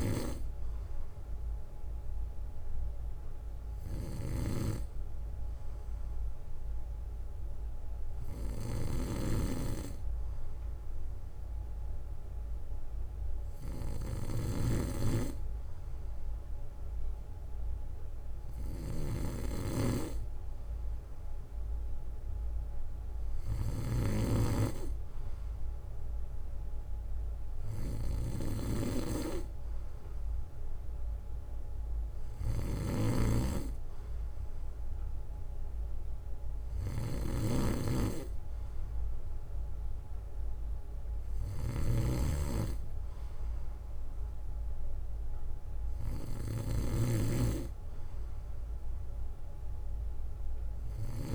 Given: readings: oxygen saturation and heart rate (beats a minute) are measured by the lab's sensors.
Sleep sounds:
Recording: breathing in sleep by a room microphone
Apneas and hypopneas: none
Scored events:
0.00-15.00 s: snoring (device-marked)
32.50-51.35 s: snoring (device-marked)
From the record:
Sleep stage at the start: N2 (light sleep)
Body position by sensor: on the back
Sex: male

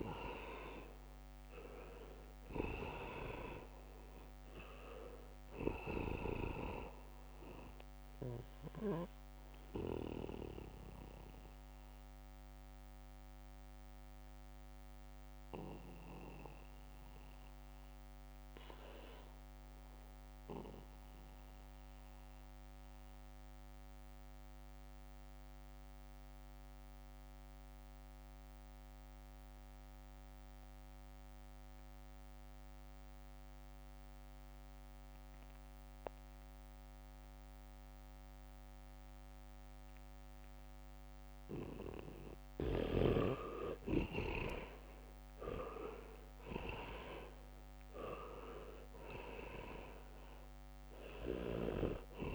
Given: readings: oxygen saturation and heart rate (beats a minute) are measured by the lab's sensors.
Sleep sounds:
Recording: breathing in sleep by a microphone on the trachea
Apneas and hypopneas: 1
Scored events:
0.00-3.00 s: arousal
0.00-24.00 s: oxygen desaturation (device-marked, oxygen 76% lowest, heart rate 63 extreme)
9.50-41.00 s: mixed apnea (oxygen 99% before, 76% lowest, heart rate 67 before, 63 extreme)
34.00-52.35 s: oxygen desaturation (device-marked, oxygen 99% before, 78% lowest, heart rate 71 before, 63 extreme)
45.50-49.50 s: arousal
From the record:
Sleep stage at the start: N2 (light sleep)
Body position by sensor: on the back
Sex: male

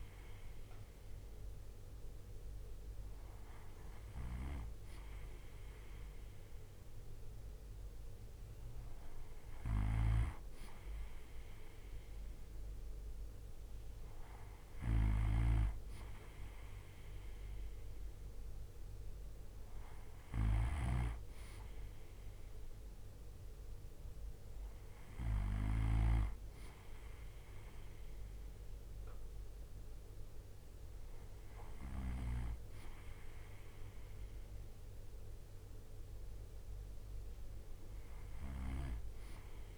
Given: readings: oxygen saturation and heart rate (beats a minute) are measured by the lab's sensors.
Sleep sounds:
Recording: breathing in sleep by a room microphone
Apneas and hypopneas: none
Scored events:
0.00-25.50 s: snoring (device-marked)
From the record:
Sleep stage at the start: N2 (light sleep)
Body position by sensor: on the right side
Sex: male

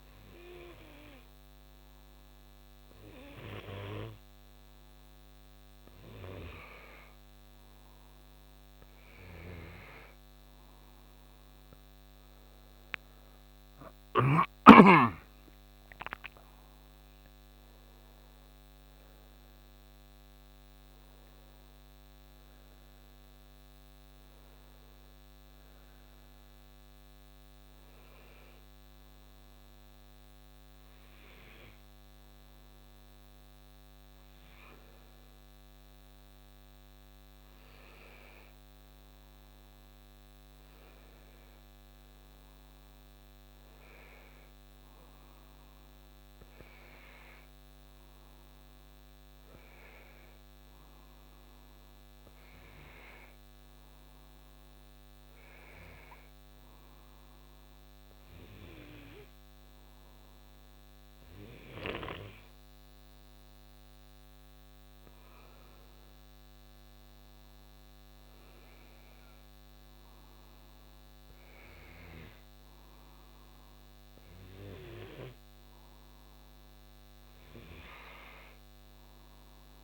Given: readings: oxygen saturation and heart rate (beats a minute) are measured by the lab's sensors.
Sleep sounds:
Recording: breathing in sleep by a microphone on the trachea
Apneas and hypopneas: none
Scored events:
14.00-18.00 s: arousal
30.50-79.84 s: new sleep stage, N2 (light sleep)
From the record:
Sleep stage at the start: N1 (lightest sleep)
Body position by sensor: on the right side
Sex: male

